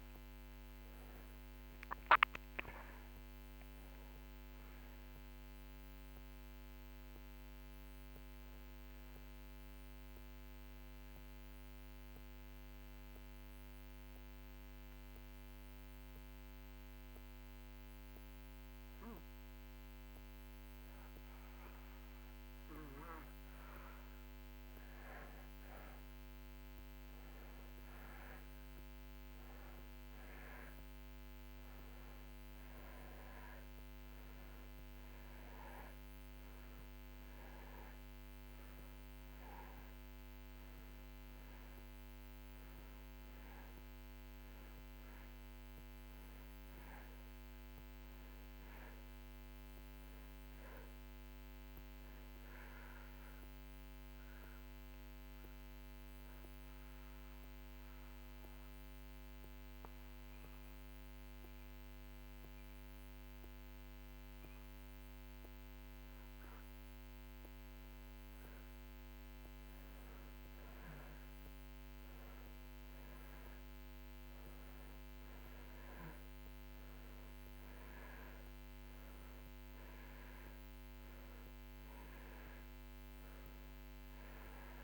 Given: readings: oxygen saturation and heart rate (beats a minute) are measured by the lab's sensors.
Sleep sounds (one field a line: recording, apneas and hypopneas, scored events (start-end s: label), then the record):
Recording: breathing in sleep, hard to hear, by a microphone on the trachea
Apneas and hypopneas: 2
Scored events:
1.00-5.00 s: arousal
11.50-22.50 s: obstructive apnea (oxygen 96% before, 86% lowest)
25.50-29.00 s: arousal
28.00-65.00 s: oxygen desaturation (device-marked, oxygen 97% before, 86% lowest)
55.50-66.50 s: mixed apnea (oxygen 96% before, 86% lowest)
69.50-73.00 s: arousal
80.00-84.84 s: oxygen desaturation (device-marked, oxygen 95% before, 86% lowest)
From the record:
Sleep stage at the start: N2 (light sleep)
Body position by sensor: on the back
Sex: male